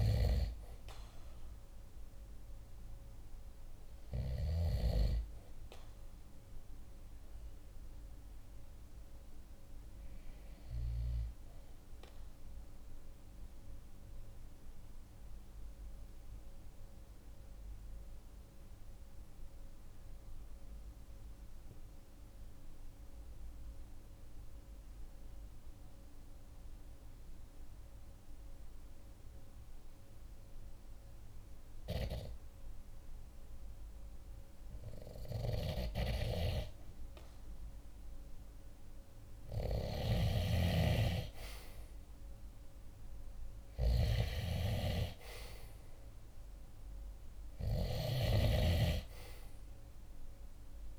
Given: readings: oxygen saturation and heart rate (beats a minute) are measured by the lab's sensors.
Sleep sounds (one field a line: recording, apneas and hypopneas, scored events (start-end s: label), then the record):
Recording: breathing in sleep by a room microphone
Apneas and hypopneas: 1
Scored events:
0.00-21.00 s: oxygen desaturation (device-marked, oxygen 93% lowest, heart rate 45 extreme)
11.00-32.50 s: obstructive apnea (oxygen 98% before, 92% lowest, heart rate 47 before, 45 extreme, up 0 after)
34.00-37.50 s: arousal
38.00-50.98 s: oxygen desaturation (device-marked, oxygen 97% before, 92% lowest, heart rate 46 before, 44 extreme)
From the record:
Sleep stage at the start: N2 (light sleep)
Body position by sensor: on the right side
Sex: male